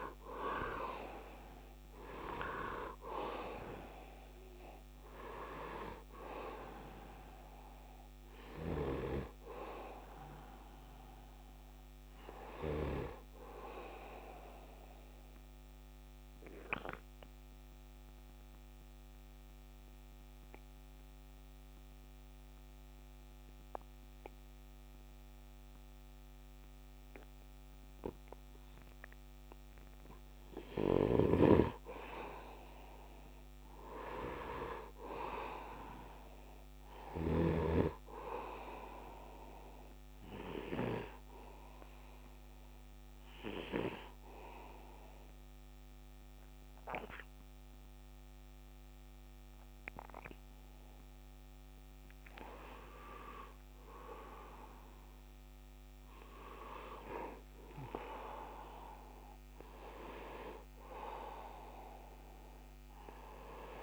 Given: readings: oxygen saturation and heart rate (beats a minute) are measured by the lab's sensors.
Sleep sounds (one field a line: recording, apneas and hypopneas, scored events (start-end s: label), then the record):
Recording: breathing in sleep by a microphone on the trachea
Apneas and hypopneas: 2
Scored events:
0.00-1.00 s: arousal
0.00-19.50 s: oxygen desaturation (device-marked, oxygen 83% lowest, heart rate 75 extreme)
15.50-30.50 s: obstructive apnea (oxygen 98% before, 89% lowest, heart rate 82 before, 75 extreme, up 7 after)
31.00-41.00 s: snoring (device-marked)
32.00-35.00 s: arousal
33.50-53.50 s: oxygen desaturation (device-marked, oxygen 99% before, 89% lowest, heart rate 76 before, 74 extreme)
41.50-51.50 s: hypopnea (oxygen 99% before, 83% lowest, heart rate 79 before, 74 extreme, up 6 after)
54.50-58.50 s: arousal
From the record:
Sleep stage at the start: N2 (light sleep)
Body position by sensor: on the right side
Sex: male